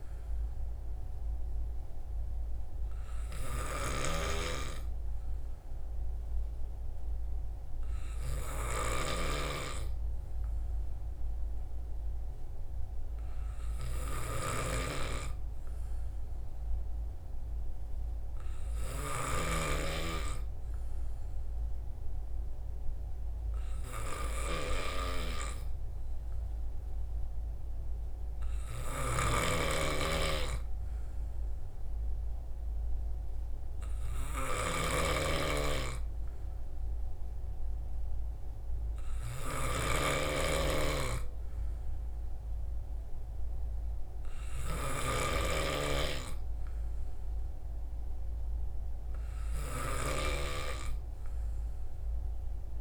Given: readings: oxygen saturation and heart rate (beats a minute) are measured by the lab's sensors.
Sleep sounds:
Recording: breathing in sleep by a room microphone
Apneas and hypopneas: none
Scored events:
none scored
From the record:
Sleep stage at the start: N2 (light sleep)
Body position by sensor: on the right side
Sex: male

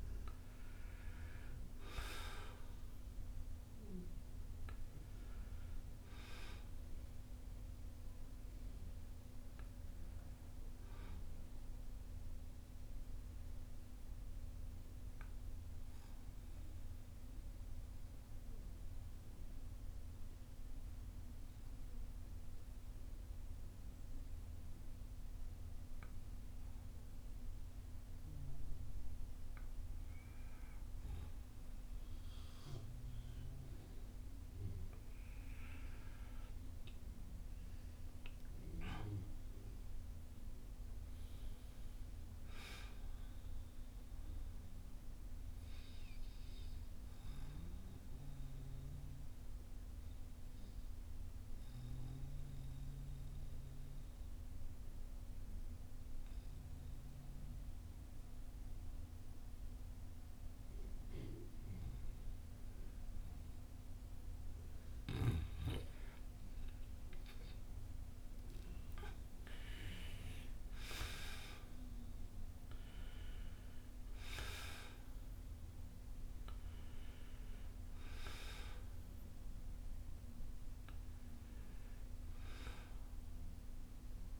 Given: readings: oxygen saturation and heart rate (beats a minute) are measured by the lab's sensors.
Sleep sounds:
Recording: breathing in sleep by a room microphone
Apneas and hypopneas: 2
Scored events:
0.00-26.50 s: oxygen desaturation (device-marked, oxygen 88% lowest, heart rate 49 extreme)
13.00-38.00 s: obstructive apnea (oxygen 95% before, 88% lowest, heart rate 60 before, 50 extreme, up 6 after)
39.00-42.50 s: arousal
45.50-65.50 s: oxygen desaturation (device-marked, oxygen 96% before, 92% lowest, heart rate 60 before, 53 extreme)
47.00-63.00 s: obstructive apnea (oxygen 96% before, 89% lowest, heart rate 60 before, 53 extreme, up 6 after)
65.50-69.50 s: arousal
76.50-84.40 s: oxygen desaturation (device-marked, oxygen 94% before, 89% lowest, heart rate 58 before, 49 extreme)
From the record:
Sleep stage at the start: N2 (light sleep)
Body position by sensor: on the back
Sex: male

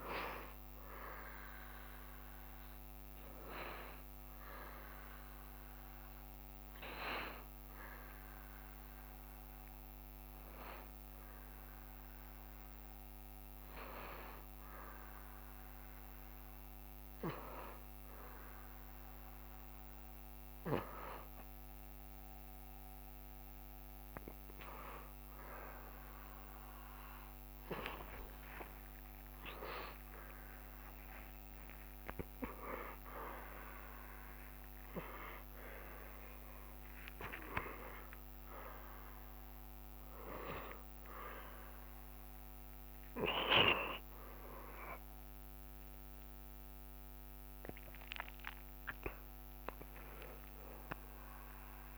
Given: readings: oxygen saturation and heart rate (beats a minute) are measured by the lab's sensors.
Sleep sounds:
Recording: breathing in sleep by a microphone on the trachea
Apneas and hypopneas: 1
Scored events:
0.50-2.50 s: long interval between heartbeats (device-marked, heart rate 96 before, 90 extreme)
2.50-4.50 s: long interval between heartbeats (device-marked, heart rate 96 before, 90 extreme)
4.00-28.00 s: hypopnea (oxygen 91% before, 90% lowest, heart rate 96 before, 65 extreme, up 13 after)
8.00-10.00 s: long interval between heartbeats (device-marked, heart rate 87 before, 85 extreme)
13.00-15.00 s: long interval between heartbeats (device-marked, heart rate 82 before, 77 extreme)
25.00-27.00 s: long interval between heartbeats (device-marked, heart rate 77 before, 75 extreme)
32.00-34.00 s: long interval between heartbeats (device-marked, heart rate 73 before, 77 extreme)
45.50-51.98 s: new sleep stage, awake
50.00-51.98 s: long interval between heartbeats (device-marked, heart rate 72 before, 89 extreme)
From the record:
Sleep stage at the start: N1 (lightest sleep)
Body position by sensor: on the back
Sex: male

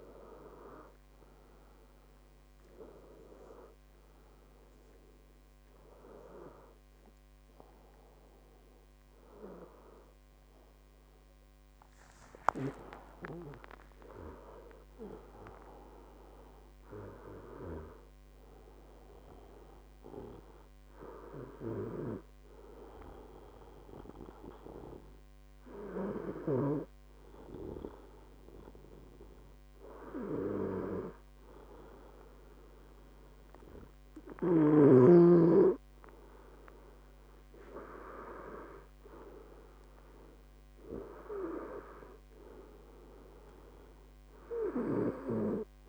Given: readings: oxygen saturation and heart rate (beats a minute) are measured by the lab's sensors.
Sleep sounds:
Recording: breathing in sleep by a microphone on the trachea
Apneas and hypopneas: 1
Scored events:
0.00-1.50 s: arousal
2.50-21.50 s: oxygen desaturation (device-marked, oxygen 97% before, 93% lowest, heart rate 74 before, 68 extreme)
20.00-33.00 s: obstructive apnea (oxygen 97% before, 94% lowest, heart rate 79 before, 68 extreme, up 8 after)
36.50-40.50 s: arousal
From the record:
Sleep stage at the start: N2 (light sleep)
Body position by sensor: on the right side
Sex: male

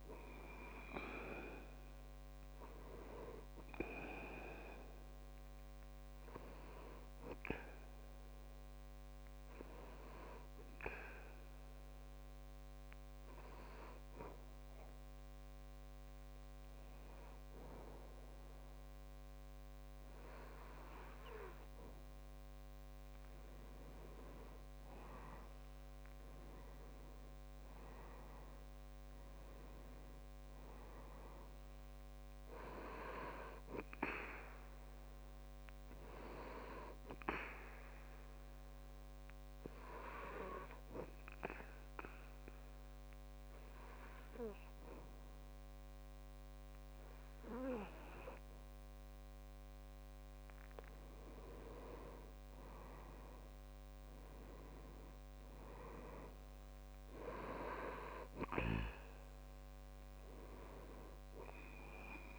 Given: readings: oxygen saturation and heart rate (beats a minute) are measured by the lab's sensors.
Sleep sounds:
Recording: breathing in sleep by a microphone on the trachea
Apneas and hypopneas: 2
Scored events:
7.50-22.00 s: obstructive apnea (oxygen 98% before, 93% lowest, heart rate 66 before, 64 extreme, up 6 after)
24.50-28.50 s: arousal
27.00-51.00 s: oxygen desaturation (device-marked, oxygen 97% before, 93% lowest, heart rate 66 before, 64 extreme)
37.50-50.00 s: obstructive apnea (oxygen 97% before, 93% lowest, heart rate 67 before, 64 extreme, up 3 after)
52.00-55.00 s: arousal
From the record:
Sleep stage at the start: N2 (light sleep)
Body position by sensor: on the back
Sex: male

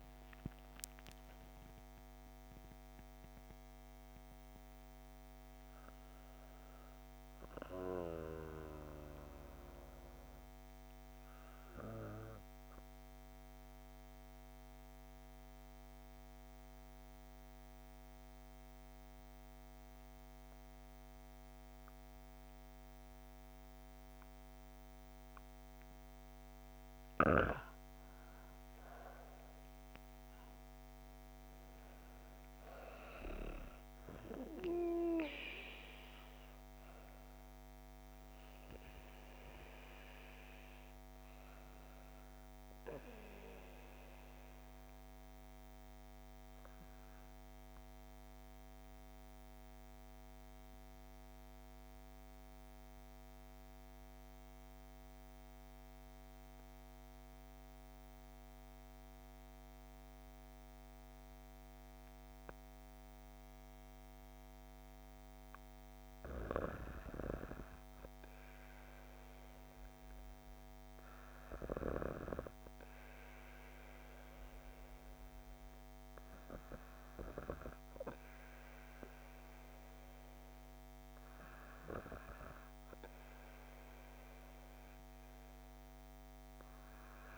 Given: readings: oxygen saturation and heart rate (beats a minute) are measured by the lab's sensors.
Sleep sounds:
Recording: breathing in sleep by a microphone on the trachea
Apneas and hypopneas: 2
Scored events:
11.50-26.00 s: obstructive apnea (oxygen 97% before, 94% lowest, heart rate 83 before, 59 extreme, up 9 after)
27.50-31.50 s: arousal
28.50-55.50 s: oxygen desaturation (device-marked, oxygen 97% before, 94% lowest, heart rate 60 before, 58 extreme)
46.50-64.00 s: obstructive apnea (oxygen 98% before, 94% lowest, heart rate 64 before, 58 extreme, up 7 after)
65.50-68.50 s: arousal
69.50-87.38 s: oxygen desaturation (device-marked, oxygen 98% before, 94% lowest, heart rate 60 before, 58 extreme)
From the record:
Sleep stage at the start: N2 (light sleep)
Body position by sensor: on the back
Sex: female

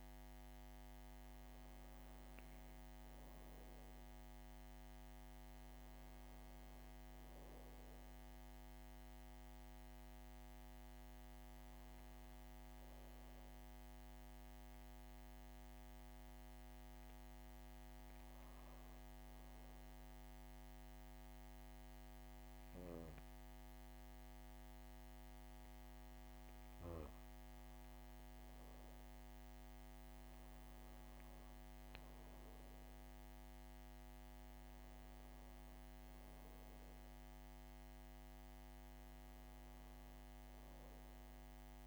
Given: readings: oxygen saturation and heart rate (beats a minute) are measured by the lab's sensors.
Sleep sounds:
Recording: breathing in sleep, hard to hear, by a microphone on the trachea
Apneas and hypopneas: none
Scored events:
2.50-32.50 s: new sleep stage, N2 (light sleep)
32.50-41.87 s: new sleep stage, awake
From the record:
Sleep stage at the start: N1 (lightest sleep)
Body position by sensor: on the back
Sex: female

